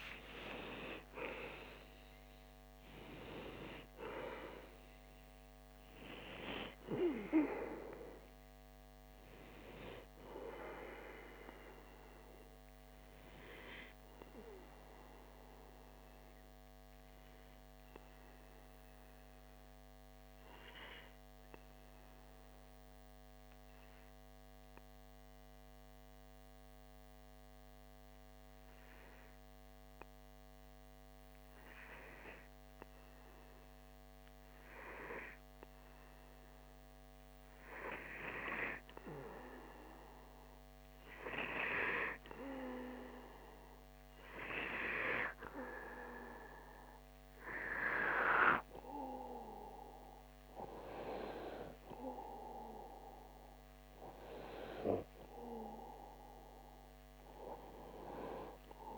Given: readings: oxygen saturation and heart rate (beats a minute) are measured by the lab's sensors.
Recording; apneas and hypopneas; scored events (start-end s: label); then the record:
breathing in sleep by a microphone on the trachea; 1
0.00-26.00 s: oxygen desaturation (device-marked, oxygen 92% lowest)
14.50-35.50 s: obstructive apnea (oxygen 97% before, 93% lowest)
37.50-41.00 s: arousal
From the record:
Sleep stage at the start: N2 (light sleep); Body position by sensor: on the back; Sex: male